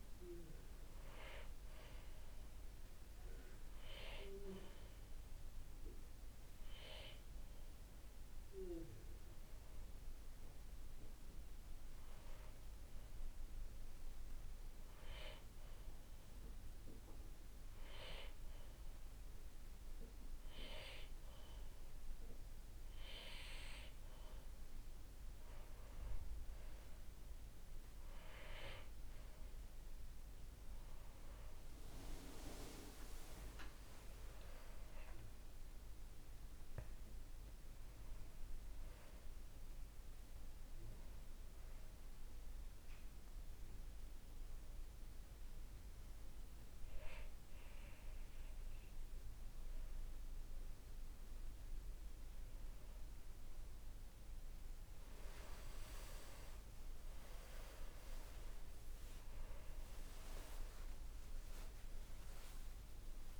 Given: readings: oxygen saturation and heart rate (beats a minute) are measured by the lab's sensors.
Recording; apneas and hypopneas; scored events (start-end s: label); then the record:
breathing in sleep by a room microphone; 1
0.00-15.00 s: oxygen desaturation (device-marked, oxygen 92% lowest, heart rate 54 extreme)
14.50-26.00 s: hypopnea (oxygen 99% before, 93% lowest, heart rate 59 before, 55 extreme, up 15 after)
33.50-37.50 s: arousal
56.00-60.00 s: arousal
From the record:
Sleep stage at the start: N2 (light sleep); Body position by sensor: on the back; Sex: male